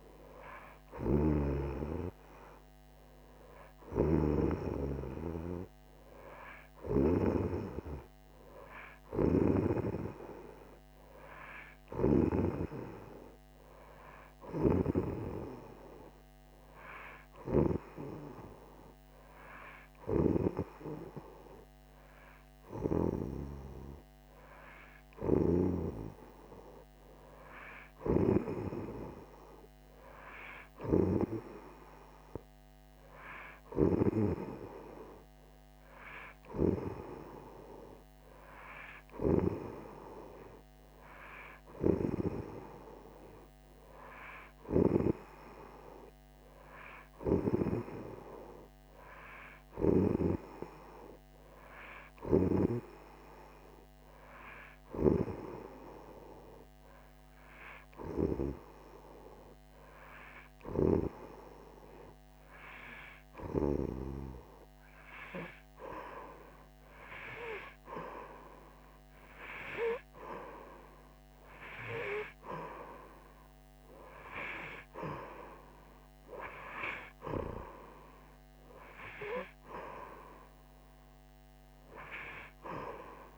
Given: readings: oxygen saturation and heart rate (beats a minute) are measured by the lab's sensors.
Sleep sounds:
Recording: breathing in sleep by a microphone on the trachea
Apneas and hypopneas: none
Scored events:
0.00-10.00 s: oxygen desaturation (device-marked, oxygen 87% lowest)
3.50-9.50 s: snoring (device-marked)
11.50-15.00 s: snoring (device-marked)
25.00-34.00 s: snoring (device-marked)
From the record:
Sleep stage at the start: N2 (light sleep)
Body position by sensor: on the right side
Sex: female

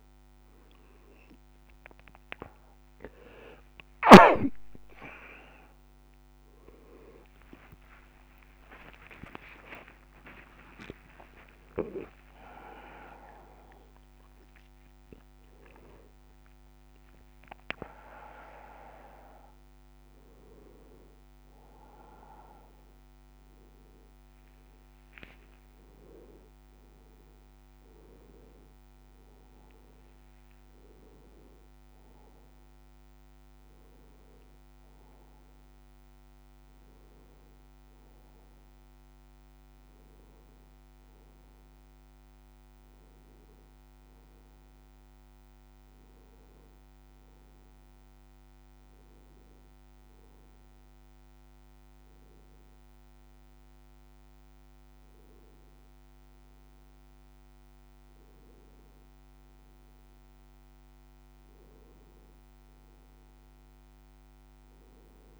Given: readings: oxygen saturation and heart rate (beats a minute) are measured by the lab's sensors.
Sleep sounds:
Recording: a person partly awake in a sleep study, by a microphone on the trachea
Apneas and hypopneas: none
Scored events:
0.00-20.50 s: oxygen desaturation (device-marked, oxygen 93% lowest)
4.50-34.50 s: new sleep stage, awake
34.50-64.50 s: new sleep stage, N1 (lightest sleep)
64.50-65.40 s: new sleep stage, N2 (light sleep)
From the record:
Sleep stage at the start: N2 (light sleep)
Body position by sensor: on the right side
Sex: male

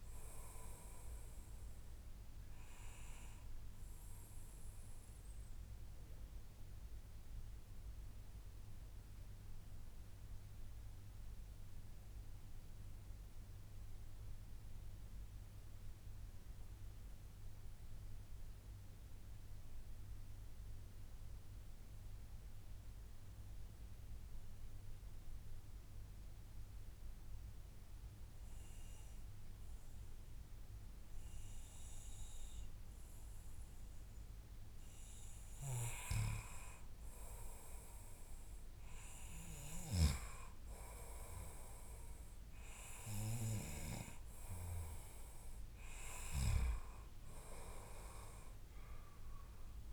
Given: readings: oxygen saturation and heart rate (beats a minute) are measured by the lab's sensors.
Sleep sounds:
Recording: breathing in sleep by a room microphone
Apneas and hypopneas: 1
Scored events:
1.50-35.00 s: mixed apnea (oxygen 97% before, 92% lowest, heart rate 106 before, 79 extreme, up 14 after)
12.50-14.50 s: long interval between heartbeats (device-marked, heart rate 101 before, 97 extreme)
36.50-42.00 s: arousal
38.00-40.00 s: long interval between heartbeats (device-marked, heart rate 93 before, 98 extreme)
38.00-48.00 s: oxygen desaturation (device-marked, oxygen 98% before, 94% lowest, heart rate 93 before, 96 extreme)
45.00-47.00 s: long interval between heartbeats (device-marked, heart rate 98 before, 107 extreme)
From the record:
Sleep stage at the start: N2 (light sleep)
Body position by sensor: on the back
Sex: male

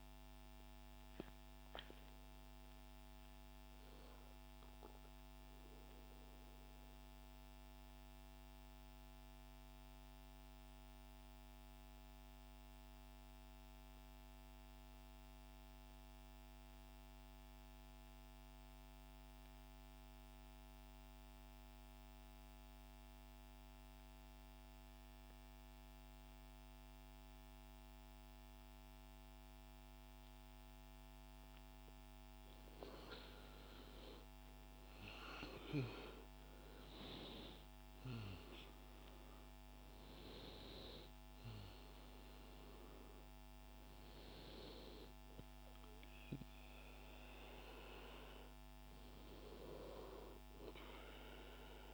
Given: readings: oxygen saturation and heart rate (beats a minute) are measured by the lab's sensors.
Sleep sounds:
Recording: breathing in sleep by a microphone on the trachea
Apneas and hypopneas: 1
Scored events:
0.00-2.00 s: oxygen desaturation (device-marked, oxygen 91% lowest, heart rate 50 extreme)
6.00-31.00 s: mixed apnea (oxygen 99% before, 90% lowest, heart rate 142 before, 34 extreme, up 55 after)
22.00-51.94 s: oxygen desaturation (device-marked, oxygen 98% before, 90% lowest, heart rate 99 before, 34 extreme)
33.00-38.00 s: arousal
From the record:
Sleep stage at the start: N2 (light sleep)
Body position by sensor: on the right side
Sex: male

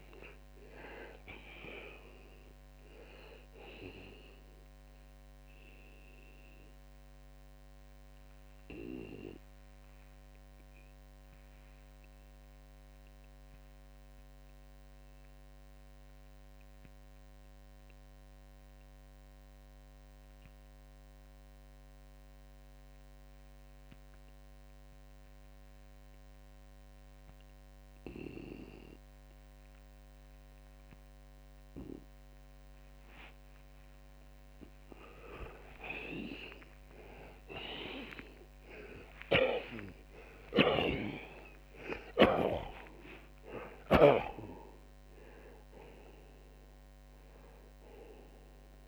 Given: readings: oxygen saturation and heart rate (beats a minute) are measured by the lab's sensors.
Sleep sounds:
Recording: breathing in sleep by a microphone on the trachea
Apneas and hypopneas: 1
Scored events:
6.50-33.00 s: obstructive apnea (oxygen 90% before, 79% lowest, heart rate 106 before, 64 extreme, up 58 after)
20.50-39.50 s: oxygen desaturation (device-marked, oxygen 90% before, 80% lowest, heart rate 77 before, 67 extreme)
35.00-39.00 s: arousal
38.50-42.00 s: snoring (device-marked)
From the record:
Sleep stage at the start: N2 (light sleep)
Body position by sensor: on the back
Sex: male

